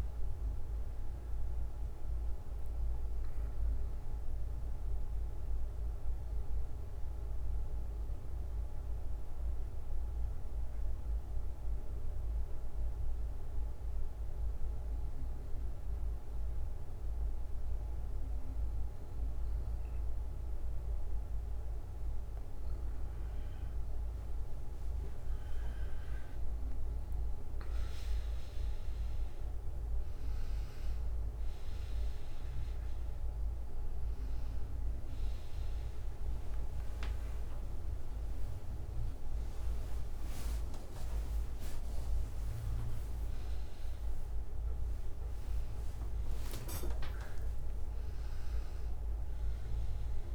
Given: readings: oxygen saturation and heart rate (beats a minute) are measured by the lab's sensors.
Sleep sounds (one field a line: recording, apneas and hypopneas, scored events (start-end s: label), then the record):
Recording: breathing in sleep, hard to hear, by a room microphone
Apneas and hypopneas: 1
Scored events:
0.00-2.50 s: bradycardia (device-marked, heart rate 55 extreme)
2.00-24.00 s: mixed apnea (oxygen 97% before, 93% lowest, heart rate 63 before, 51 extreme, up 17 after)
4.50-17.50 s: bradycardia (device-marked, heart rate 66 before, 51 extreme)
26.00-28.50 s: arousal
32.50-50.35 s: oxygen desaturation (device-marked, oxygen 98% before, 93% lowest, heart rate 61 before, 57 extreme)
From the record:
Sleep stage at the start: N1 (lightest sleep)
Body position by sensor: on the back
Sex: male